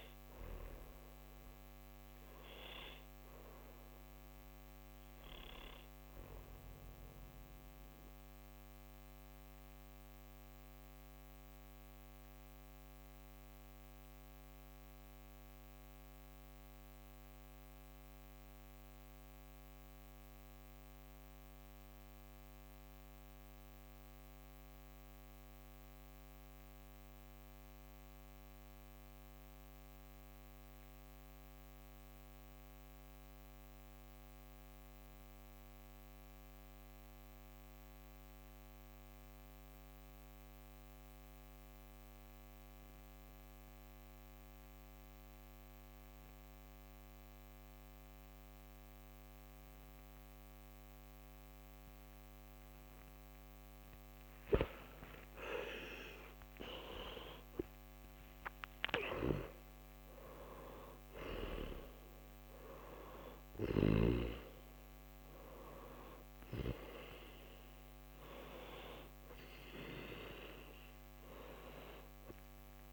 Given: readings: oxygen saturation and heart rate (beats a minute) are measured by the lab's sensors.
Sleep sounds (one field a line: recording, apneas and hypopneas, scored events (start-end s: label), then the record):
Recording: breathing in sleep by a microphone on the trachea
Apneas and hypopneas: 1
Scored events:
0.00-10.50 s: oxygen desaturation (device-marked, oxygen 90% lowest, heart rate 50 extreme)
6.50-54.00 s: mixed apnea (oxygen 96% before, 88% lowest, heart rate 73 before, 50 extreme, up 8 after)
52.50-72.93 s: oxygen desaturation (device-marked, oxygen 97% before, 88% lowest, heart rate 60 before, 51 extreme)
55.00-60.00 s: arousal
58.50-64.00 s: snoring (device-marked)
From the record:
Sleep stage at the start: N2 (light sleep)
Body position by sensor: on the back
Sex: male